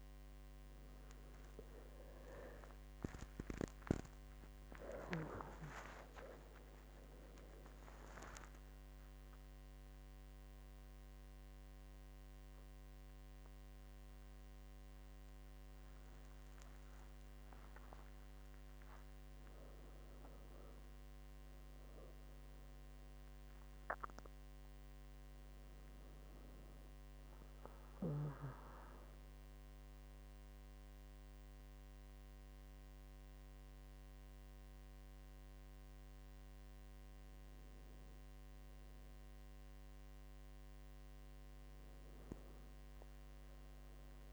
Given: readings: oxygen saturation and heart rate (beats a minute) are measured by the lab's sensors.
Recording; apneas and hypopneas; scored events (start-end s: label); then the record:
a person awake in a sleep study, by a microphone on the trachea; none
none scored
From the record:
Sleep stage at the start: awake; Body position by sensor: on the back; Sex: female